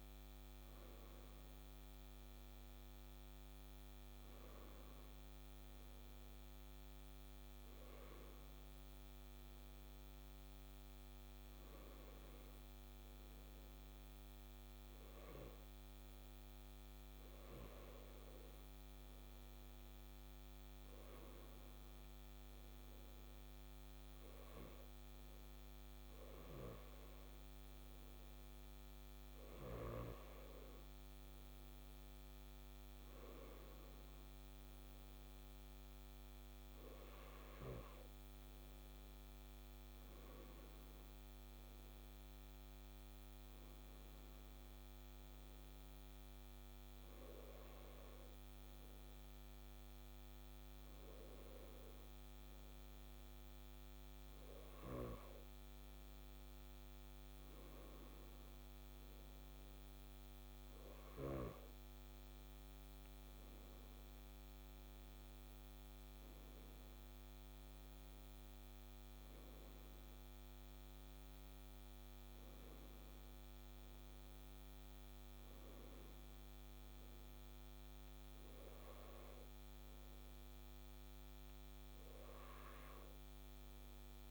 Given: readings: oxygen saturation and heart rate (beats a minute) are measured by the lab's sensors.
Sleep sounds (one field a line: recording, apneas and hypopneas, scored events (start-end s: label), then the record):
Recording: a person partly awake in a sleep study, hard to hear, by a microphone on the trachea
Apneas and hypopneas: none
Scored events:
36.00-84.31 s: new sleep stage, N2 (light sleep)
From the record:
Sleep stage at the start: awake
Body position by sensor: on the left side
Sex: male